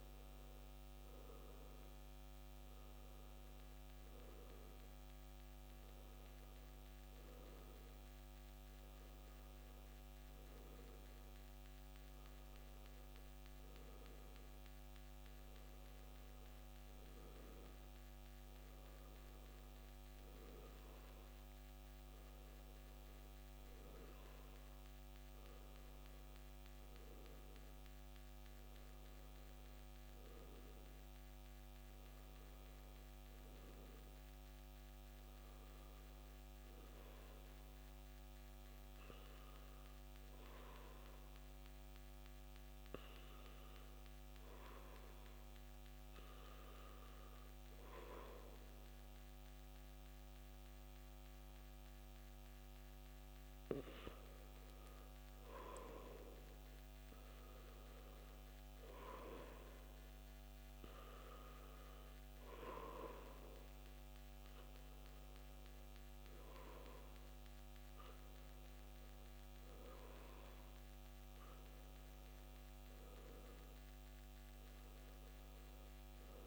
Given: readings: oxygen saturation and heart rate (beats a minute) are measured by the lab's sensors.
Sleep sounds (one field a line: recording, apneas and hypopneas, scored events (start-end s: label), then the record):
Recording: breathing in sleep, hard to hear, by a microphone on the trachea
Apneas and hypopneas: 1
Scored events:
20.00-23.50 s: arousal
26.00-38.00 s: obstructive apnea (oxygen 96% before, 93% lowest, heart rate 63 before, 55 extreme, up 0 after)
40.50-44.00 s: arousal
74.00-76.47 s: arousal
From the record:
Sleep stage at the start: N2 (light sleep)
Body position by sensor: on the back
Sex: male